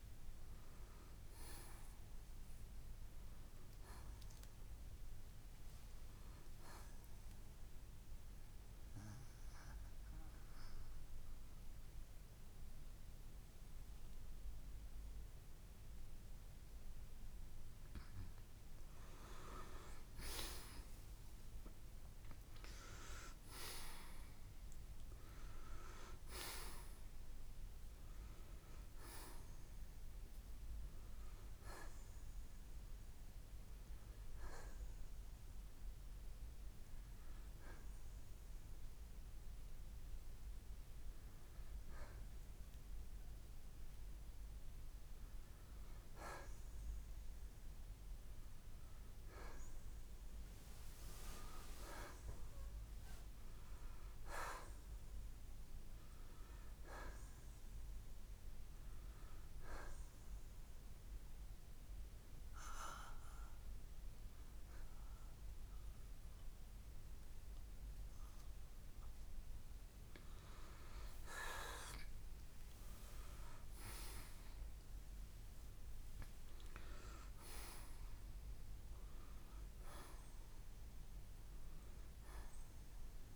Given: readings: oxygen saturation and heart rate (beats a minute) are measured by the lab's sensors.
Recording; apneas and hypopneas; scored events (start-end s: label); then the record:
breathing in sleep by a room microphone; 3
4.50-20.50 s: oxygen desaturation (device-marked, oxygen 94% before, 88% lowest, heart rate 62 before, 46 extreme)
7.50-18.50 s: obstructive apnea (oxygen 94% before, 85% lowest, heart rate 62 before, 46 extreme, up 1 after)
22.00-26.00 s: arousal
32.00-44.50 s: hypopnea (oxygen 93% before, 85% lowest, heart rate 57 before, 55 extreme, up 9 after)
34.50-51.50 s: oxygen desaturation (device-marked, oxygen 93% before, 85% lowest, heart rate 58 before, 55 extreme)
51.00-54.50 s: arousal
60.00-70.00 s: obstructive apnea (oxygen 95% before, 84% lowest, heart rate 62 before, 58 extreme, up 6 after)
60.50-74.50 s: oxygen desaturation (device-marked, oxygen 95% before, 91% lowest, heart rate 63 before, 57 extreme)
73.00-77.00 s: arousal
81.50-83.36 s: oxygen desaturation (device-marked, oxygen 92% before, 86% lowest, heart rate 65 before, 57 extreme)
From the record:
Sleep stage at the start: N2 (light sleep); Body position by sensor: on the right side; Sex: male